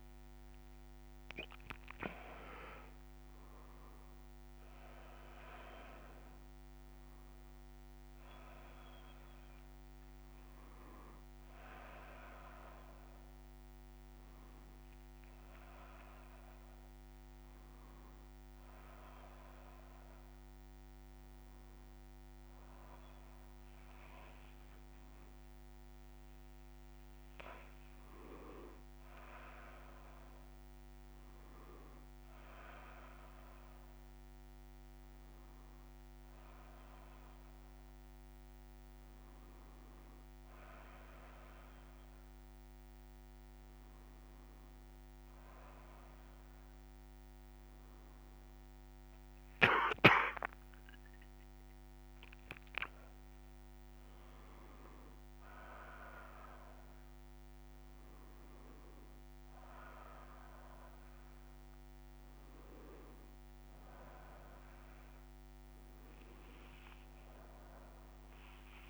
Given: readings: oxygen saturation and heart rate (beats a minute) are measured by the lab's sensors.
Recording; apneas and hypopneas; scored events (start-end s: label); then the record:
breathing in sleep by a microphone on the trachea; none
0.00-20.50 s: oxygen desaturation (device-marked, oxygen 94% lowest)
From the record:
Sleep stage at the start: N1 (lightest sleep); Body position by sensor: on the back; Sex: male